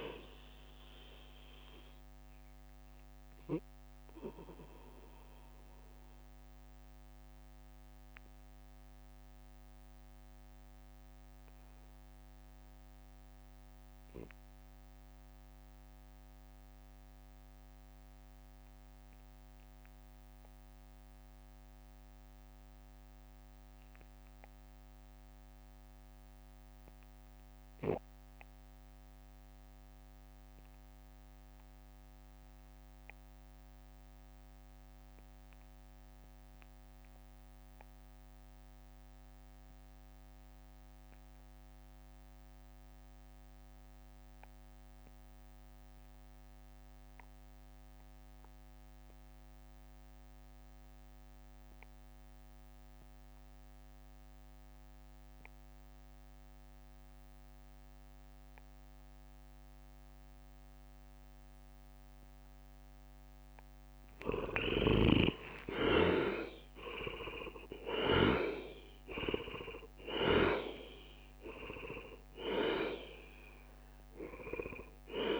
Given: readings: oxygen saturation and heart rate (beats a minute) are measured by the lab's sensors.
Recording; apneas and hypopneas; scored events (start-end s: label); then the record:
breathing in sleep by a microphone on the trachea; 1
0.00-7.50 s: drop in pulse transit time (device-marked, heart rate 55 extreme)
6.00-61.00 s: obstructive apnea (oxygen 99% before, 78% lowest, heart rate 60 before, 52 extreme, up 15 after)
16.50-27.50 s: oxygen desaturation (device-marked, oxygen 98% before, 95% lowest, heart rate 56 before, 52 extreme)
29.50-42.50 s: drop in pulse transit time (device-marked, heart rate 54 before, 55 extreme)
42.50-75.40 s: oxygen desaturation (device-marked, oxygen 97% before, 78% lowest, heart rate 55 before, 52 extreme)
64.00-69.00 s: arousal
66.00-70.00 s: leg movement (device-marked)
66.50-75.40 s: drop in pulse transit time (device-marked, heart rate 56 before, 57 extreme)
From the record:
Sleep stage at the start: N2 (light sleep); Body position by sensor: on the right side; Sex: male